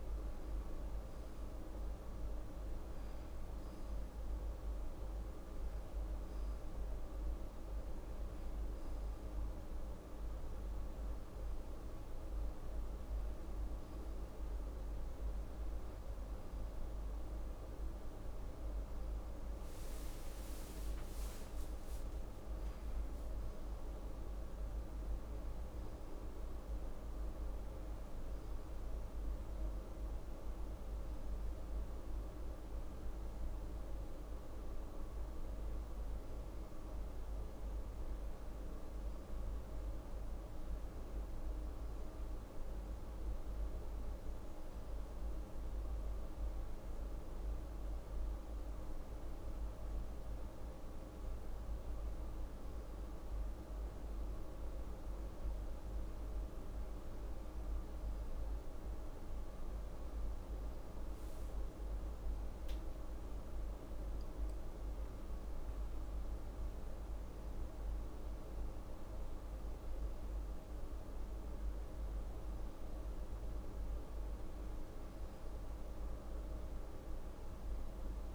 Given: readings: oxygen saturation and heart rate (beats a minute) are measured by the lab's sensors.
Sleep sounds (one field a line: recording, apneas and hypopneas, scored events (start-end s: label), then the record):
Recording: breathing in sleep, hard to hear, by a room microphone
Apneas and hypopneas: none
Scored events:
61.00-64.50 s: arousal
From the record:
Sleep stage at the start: N1 (lightest sleep)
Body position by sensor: on the back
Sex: female